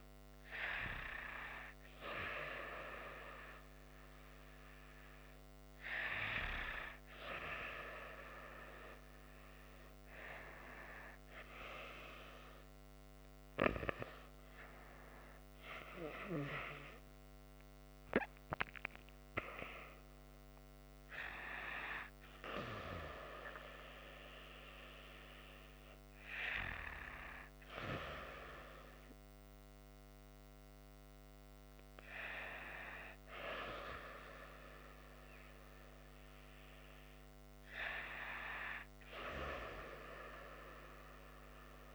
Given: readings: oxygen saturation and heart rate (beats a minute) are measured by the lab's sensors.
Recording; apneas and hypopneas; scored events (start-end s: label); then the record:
breathing in sleep by a microphone on the trachea; none
none scored
From the record:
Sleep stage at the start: N2 (light sleep); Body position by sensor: on the right side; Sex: female